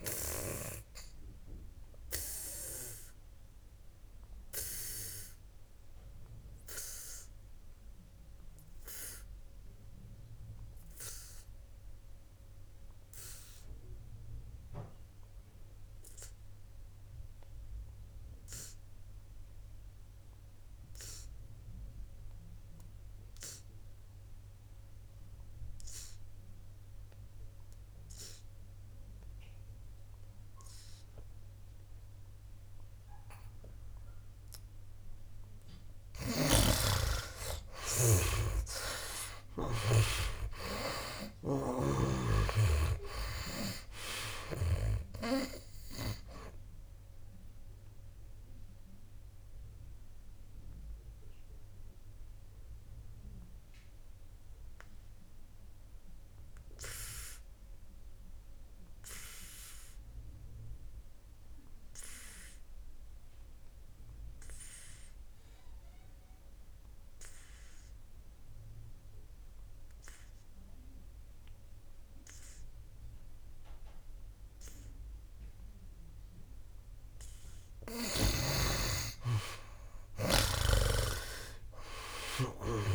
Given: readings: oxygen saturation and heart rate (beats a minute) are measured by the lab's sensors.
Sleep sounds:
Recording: breathing in sleep by a room microphone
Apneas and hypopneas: 2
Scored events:
0.00-18.50 s: oxygen desaturation (device-marked, oxygen 84% lowest, heart rate 59 extreme)
2.00-34.50 s: obstructive apnea (oxygen 99% before, 74% lowest, heart rate 65 before, 59 extreme, up 13 after)
25.50-67.50 s: oxygen desaturation (device-marked, oxygen 98% before, 74% lowest, heart rate 62 before, 60 extreme)
36.50-40.50 s: snoring (device-marked)
41.00-45.50 s: arousal
47.50-78.00 s: obstructive apnea (oxygen 98% before, 74% lowest, heart rate 68 before, 60 extreme, up 15 after)
78.50-82.95 s: snoring (device-marked)
81.00-82.95 s: arousal
81.50-82.95 s: oxygen desaturation (device-marked, oxygen 97% before, 79% lowest, heart rate 62 before, 59 extreme)
From the record:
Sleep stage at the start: N2 (light sleep)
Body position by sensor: on the back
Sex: male

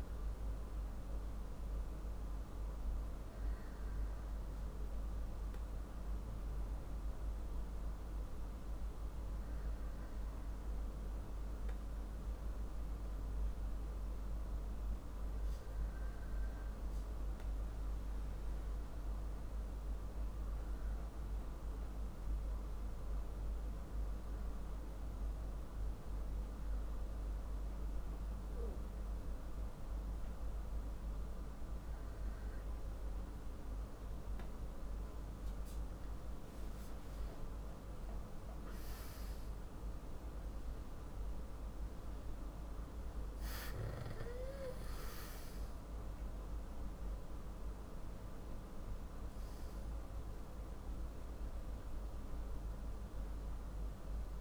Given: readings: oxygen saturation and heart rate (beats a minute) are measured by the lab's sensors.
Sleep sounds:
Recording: breathing in sleep, hard to hear, by a room microphone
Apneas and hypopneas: 1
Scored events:
2.50-54.41 s: new sleep stage, N2 (light sleep)
7.50-12.00 s: arousal
17.00-32.00 s: hypopnea (oxygen 96% before, 92% lowest, heart rate 97 before, 61 extreme, up 37 after)
35.50-41.00 s: arousal
41.50-54.41 s: oxygen desaturation (device-marked, oxygen 96% before, 92% lowest, heart rate 99 before, 56 extreme)
From the record:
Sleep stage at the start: N3 (deep sleep)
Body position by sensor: on the back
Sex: male

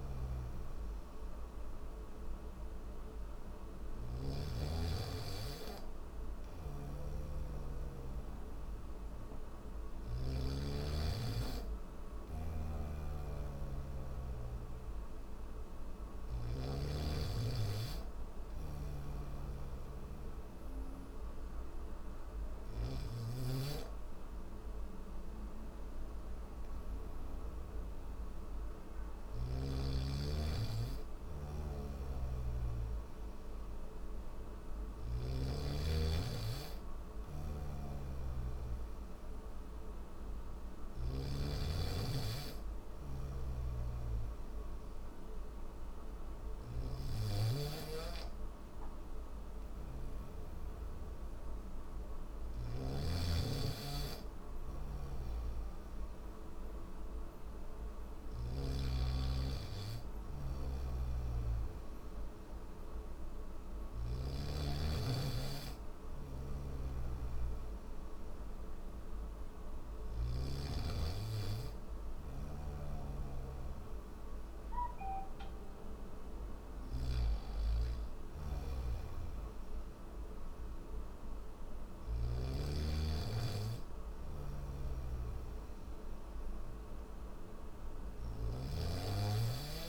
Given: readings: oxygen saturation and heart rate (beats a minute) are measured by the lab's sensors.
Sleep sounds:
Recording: breathing in sleep by a room microphone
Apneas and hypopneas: none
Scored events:
0.00-4.00 s: snoring (device-marked)
6.00-10.00 s: snoring (device-marked)
12.00-16.00 s: snoring (device-marked)
18.00-22.50 s: snoring (device-marked)
31.00-35.00 s: snoring (device-marked)
37.00-41.00 s: snoring (device-marked)
41.50-89.89 s: new sleep stage, N3 (deep sleep)
43.00-58.00 s: snoring (device-marked)
60.00-64.00 s: snoring (device-marked)
66.00-70.00 s: snoring (device-marked)
72.00-82.00 s: snoring (device-marked)
84.00-88.00 s: snoring (device-marked)
From the record:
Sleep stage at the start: N1 (lightest sleep)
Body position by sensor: on the back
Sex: male

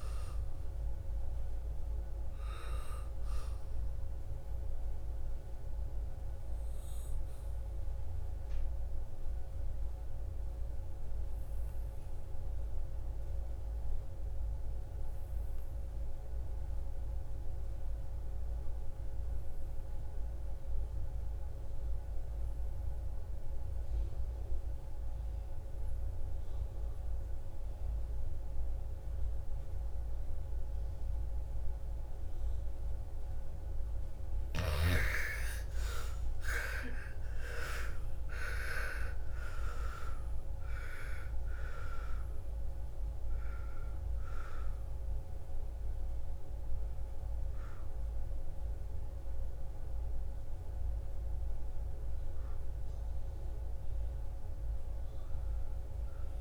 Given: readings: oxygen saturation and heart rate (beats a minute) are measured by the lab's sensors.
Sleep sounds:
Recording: breathing in sleep by a room microphone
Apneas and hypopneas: 1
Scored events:
0.00-1.00 s: oxygen desaturation (device-marked, oxygen 76% lowest, heart rate 55 extreme)
3.50-32.00 s: obstructive apnea (oxygen 93% before, 76% lowest, heart rate 67 before, 55 extreme, up 33 after)
27.00-56.41 s: oxygen desaturation (device-marked, oxygen 98% before, 76% lowest, heart rate 58 before, 55 extreme)
35.00-40.00 s: arousal
From the record:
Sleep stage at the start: N2 (light sleep)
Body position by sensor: on the back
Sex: female

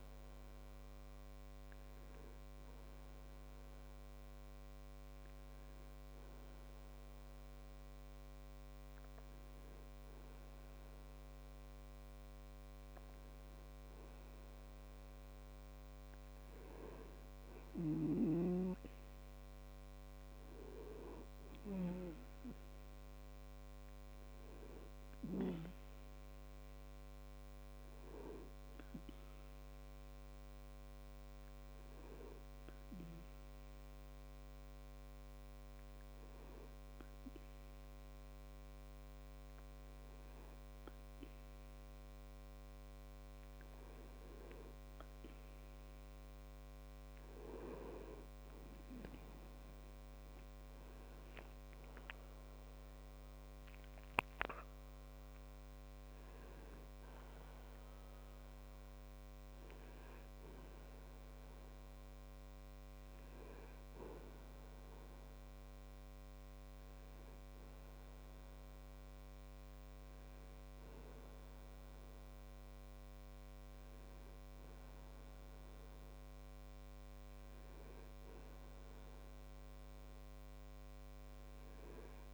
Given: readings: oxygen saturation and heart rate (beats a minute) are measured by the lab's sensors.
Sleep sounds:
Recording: breathing in sleep by a microphone on the trachea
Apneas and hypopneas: 1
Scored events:
20.00-23.50 s: arousal
30.50-46.00 s: hypopnea (oxygen 97% before, 96% lowest)
49.50-54.00 s: arousal
From the record:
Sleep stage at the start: N2 (light sleep)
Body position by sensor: on the back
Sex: male

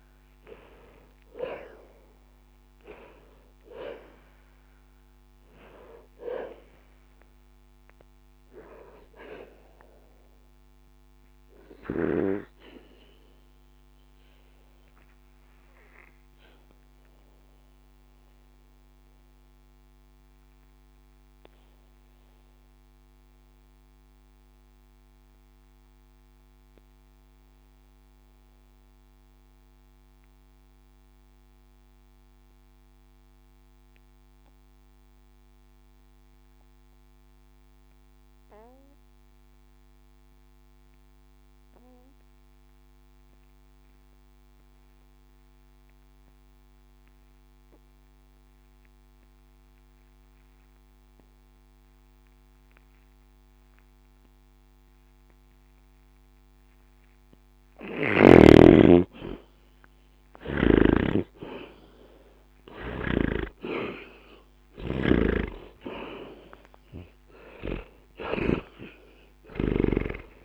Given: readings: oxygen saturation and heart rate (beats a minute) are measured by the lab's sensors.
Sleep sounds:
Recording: breathing in sleep by a microphone on the trachea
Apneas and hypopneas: 1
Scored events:
0.00-13.50 s: oxygen desaturation (device-marked, oxygen 86% lowest, heart rate 60 extreme)
9.00-57.00 s: obstructive apnea (oxygen 96% before, 76% lowest, heart rate 60 before, 60 extreme, up 0 after)
18.50-33.50 s: oxygen desaturation (device-marked, oxygen 88% before, 76% lowest, heart rate 60 before, 60 extreme)
53.50-70.45 s: oxygen desaturation (device-marked, oxygen 99% before, 76% lowest, heart rate 60 before, 60 extreme)
68.00-70.45 s: arousal
From the record:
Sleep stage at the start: N2 (light sleep)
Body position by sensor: on the back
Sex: male

